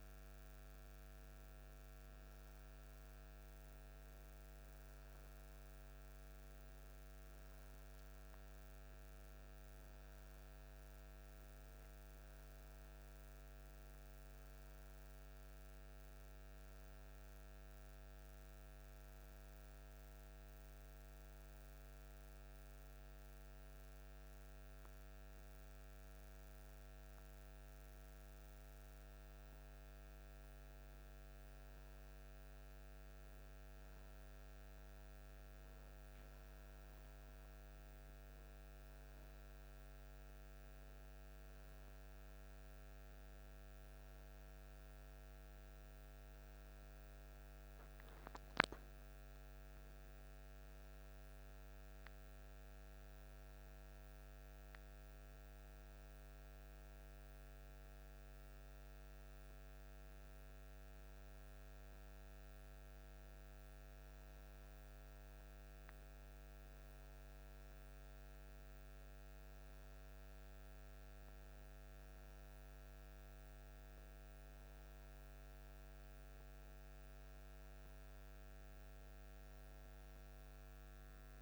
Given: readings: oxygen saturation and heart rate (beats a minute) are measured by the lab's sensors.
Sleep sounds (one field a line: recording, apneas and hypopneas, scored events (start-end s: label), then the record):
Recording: breathing in sleep, hard to hear, by a microphone on the trachea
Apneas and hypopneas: 2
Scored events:
6.00-27.00 s: oxygen desaturation (device-marked, oxygen 94% before, 89% lowest, heart rate 56 before, 49 extreme)
16.50-29.00 s: hypopnea (oxygen 94% before, 89% lowest, heart rate 57 before, 49 extreme, up 13 after)
31.00-36.00 s: arousal
49.00-60.00 s: hypopnea (oxygen 93% before, 90% lowest, heart rate 58 before, 49 extreme, up 0 after)
62.00-66.00 s: arousal
From the record:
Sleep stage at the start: N2 (light sleep)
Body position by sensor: on the back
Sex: male